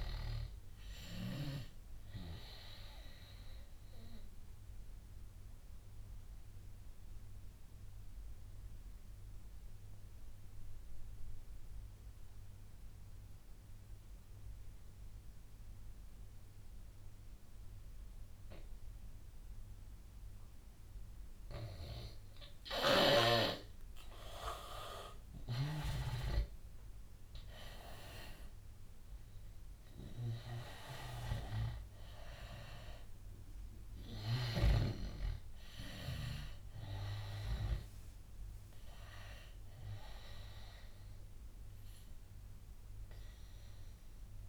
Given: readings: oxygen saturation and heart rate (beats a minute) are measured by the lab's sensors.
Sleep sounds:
breathing in sleep by a room microphone; 1
0.00-6.00 s: oxygen desaturation (device-marked, oxygen 83% lowest, heart rate 87 extreme)
3.50-23.00 s: obstructive apnea (oxygen 97% before, 83% lowest, heart rate 93 before, 87 extreme, up 8 after)
22.00-44.49 s: oxygen desaturation (device-marked, oxygen 99% before, 86% lowest, heart rate 92 before, 92 extreme)
40.00-44.49 s: new sleep stage, awake
From the record:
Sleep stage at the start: N2 (light sleep); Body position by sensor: on the right side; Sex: male

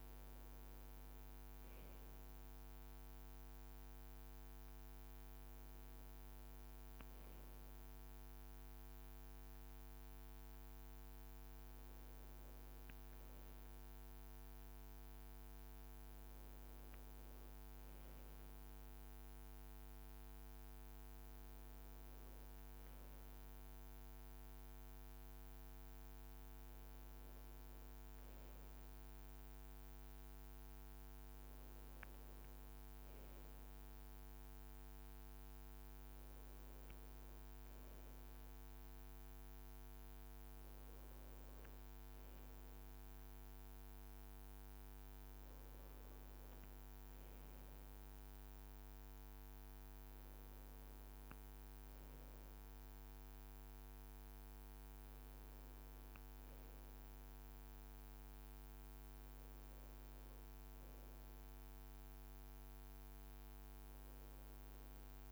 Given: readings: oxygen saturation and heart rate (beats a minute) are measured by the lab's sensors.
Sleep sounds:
breathing in sleep, hard to hear, by a microphone on the trachea; none
none scored
From the record:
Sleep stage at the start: N1 (lightest sleep); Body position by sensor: on the back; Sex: male

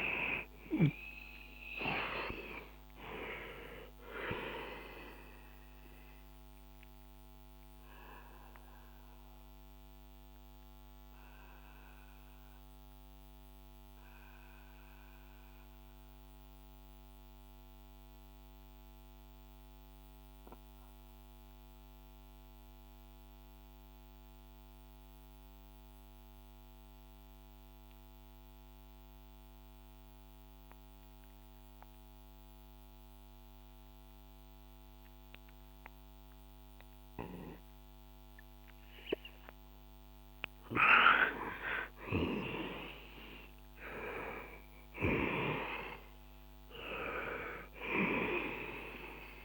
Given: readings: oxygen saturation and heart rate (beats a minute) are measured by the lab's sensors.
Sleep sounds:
breathing in sleep by a microphone on the trachea; 1
0.00-1.00 s: arousal
0.00-27.50 s: oxygen desaturation (device-marked, oxygen 89% lowest, heart rate 59 extreme)
6.00-39.50 s: mixed apnea (oxygen 98% before, 89% lowest, heart rate 66 before, 58 extreme, up 8 after)
42.00-46.00 s: arousal
43.50-49.45 s: oxygen desaturation (device-marked, oxygen 97% before, 89% lowest, heart rate 64 before, 58 extreme)
From the record:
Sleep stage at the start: N2 (light sleep); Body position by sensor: on the back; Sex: male

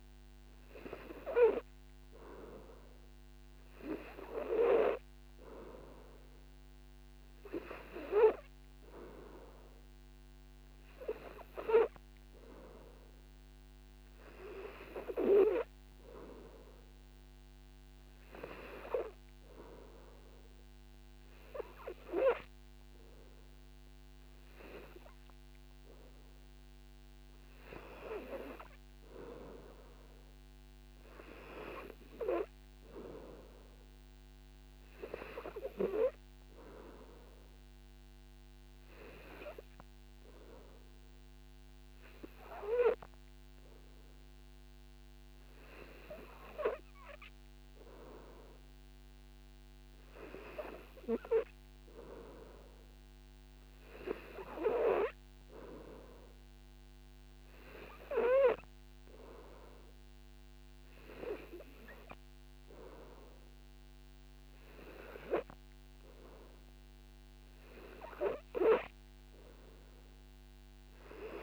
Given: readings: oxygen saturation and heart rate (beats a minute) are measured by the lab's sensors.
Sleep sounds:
breathing in sleep by a microphone on the trachea; none
none scored
From the record:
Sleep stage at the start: N2 (light sleep); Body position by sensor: on the back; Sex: male

